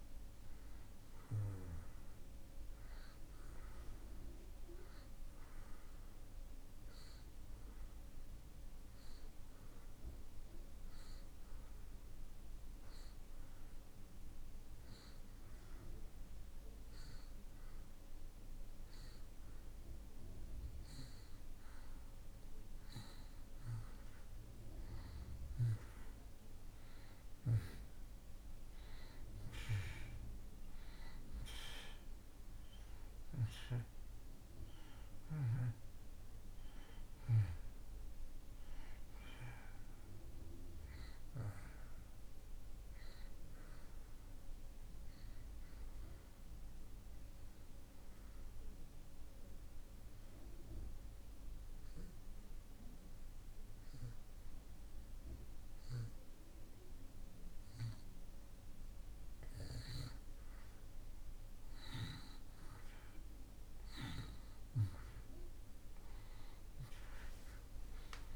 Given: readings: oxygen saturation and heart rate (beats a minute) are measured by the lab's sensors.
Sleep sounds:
breathing in sleep by a room microphone; 2
0.00-1.50 s: arousal
6.00-21.00 s: hypopnea (oxygen 91% before, 83% lowest)
22.50-27.00 s: arousal
33.00-52.00 s: oxygen desaturation (device-marked, oxygen 91% before, 86% lowest)
48.00-59.00 s: obstructive apnea (oxygen 91% before, 82% lowest)
61.00-65.50 s: arousal
From the record:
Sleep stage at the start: N2 (light sleep); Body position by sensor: on the back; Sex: male

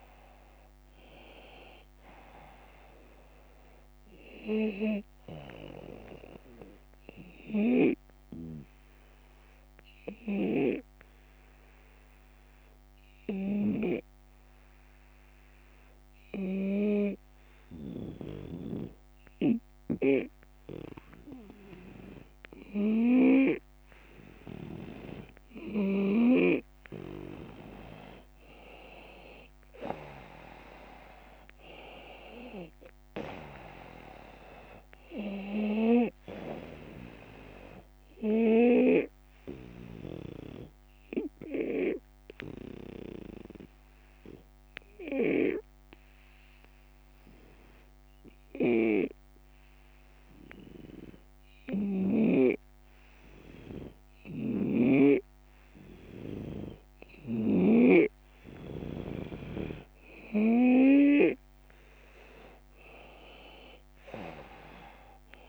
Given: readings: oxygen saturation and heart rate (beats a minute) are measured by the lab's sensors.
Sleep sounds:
breathing in sleep by a microphone on the trachea; 2
0.00-6.50 s: oxygen desaturation (device-marked, oxygen 87% lowest)
6.50-23.50 s: hypopnea (oxygen 95% before, 90% lowest)
14.50-16.50 s: long interval between heartbeats (device-marked)
26.50-31.00 s: arousal
29.50-40.50 s: oxygen desaturation (device-marked, oxygen 96% before, 91% lowest)
40.00-58.50 s: obstructive apnea (oxygen 96% before, 90% lowest)
61.50-65.49 s: arousal
61.50-65.49 s: oxygen desaturation (device-marked, oxygen 95% before, 90% lowest)
From the record:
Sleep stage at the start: N2 (light sleep); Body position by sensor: on the right side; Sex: male

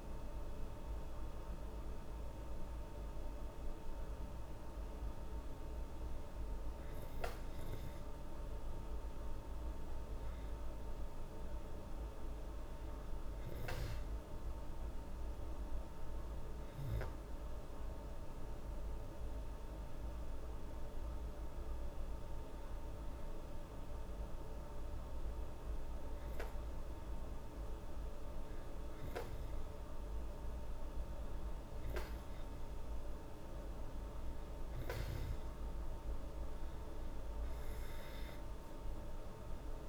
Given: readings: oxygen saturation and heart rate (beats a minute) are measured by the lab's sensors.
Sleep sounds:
breathing in sleep, hard to hear, by a room microphone; 1
9.50-12.50 s: arousal
16.00-30.50 s: hypopnea (oxygen 97% before, 94% lowest, heart rate 79 before, 79 extreme, up 2 after)
34.50-37.50 s: arousal
From the record:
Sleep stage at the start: N2 (light sleep); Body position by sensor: on the back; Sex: female

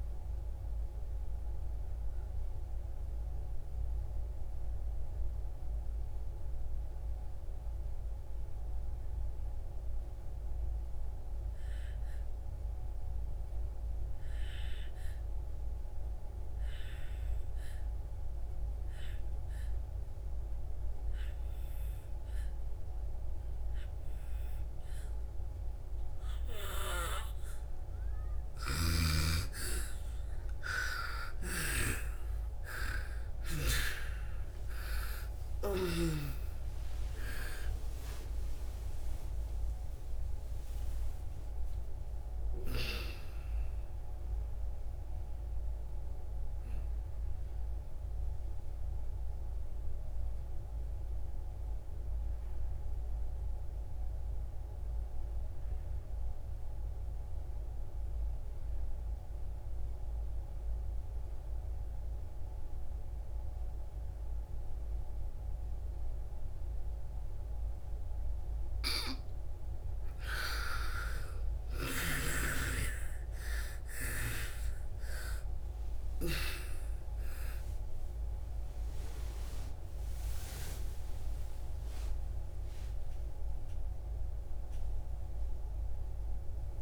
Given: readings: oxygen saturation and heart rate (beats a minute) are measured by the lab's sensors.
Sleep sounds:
breathing in sleep by a room microphone; 2
0.00-14.50 s: oxygen desaturation (device-marked, oxygen 79% lowest)
0.50-28.00 s: mixed apnea (oxygen 99% before, 79% lowest)
16.50-57.50 s: oxygen desaturation (device-marked, oxygen 99% before, 80% lowest)
30.50-36.50 s: arousal
46.00-69.50 s: obstructive apnea (oxygen 99% before, 78% lowest)
59.50-86.82 s: oxygen desaturation (device-marked, oxygen 99% before, 78% lowest)
63.50-86.82 s: new sleep stage, N1 (lightest sleep)
71.00-77.00 s: arousal
From the record:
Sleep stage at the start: N2 (light sleep); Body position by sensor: on the back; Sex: female

